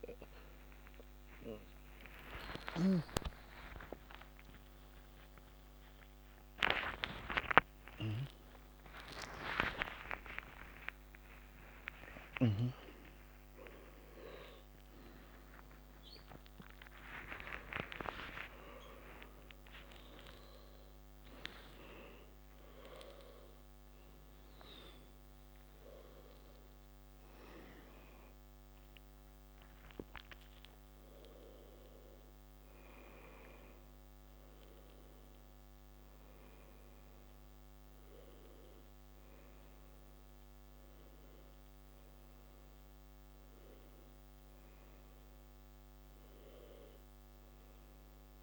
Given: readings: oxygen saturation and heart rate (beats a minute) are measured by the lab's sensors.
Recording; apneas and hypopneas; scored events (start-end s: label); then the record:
a person awake in a sleep study, by a microphone on the trachea; none
6.50-48.43 s: new sleep stage, awake
From the record:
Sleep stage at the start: N2 (light sleep); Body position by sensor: on the back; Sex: male